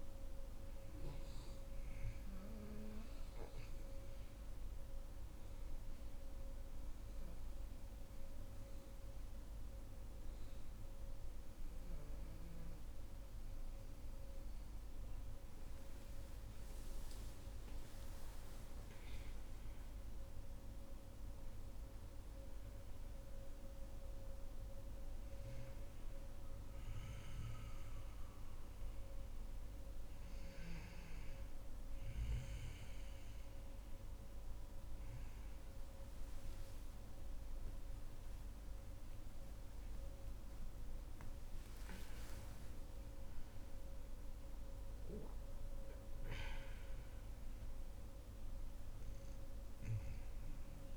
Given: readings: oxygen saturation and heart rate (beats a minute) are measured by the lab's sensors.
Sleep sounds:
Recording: a person awake in a sleep study, hard to hear, by a room microphone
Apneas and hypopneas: none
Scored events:
47.00-50.97 s: new sleep stage, N2 (light sleep)
From the record:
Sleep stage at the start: awake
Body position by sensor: on the back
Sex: female

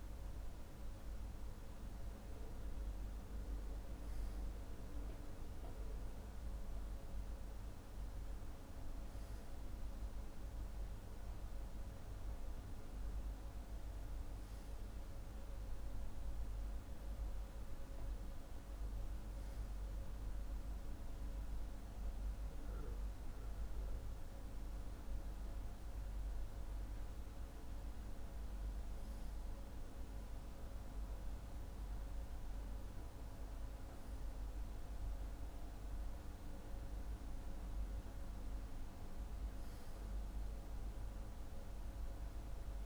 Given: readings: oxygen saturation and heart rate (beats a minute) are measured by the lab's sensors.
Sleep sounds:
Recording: breathing in sleep, hard to hear, by a room microphone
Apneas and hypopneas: none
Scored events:
none scored
From the record:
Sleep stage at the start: N2 (light sleep)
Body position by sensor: on the back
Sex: male

